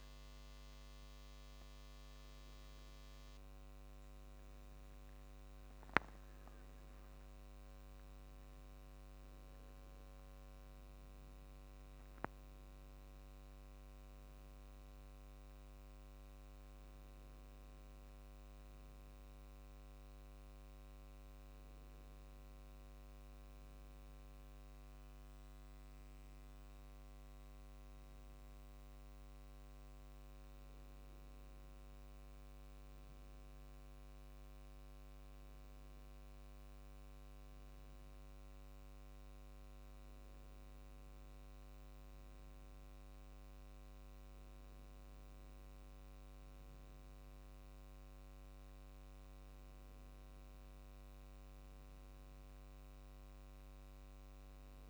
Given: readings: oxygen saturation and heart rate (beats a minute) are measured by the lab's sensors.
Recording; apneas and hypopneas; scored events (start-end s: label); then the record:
breathing in sleep, hard to hear, by a microphone on the trachea; none
22.00-26.00 s: arousal
From the record:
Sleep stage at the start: N2 (light sleep); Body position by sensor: on the back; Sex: male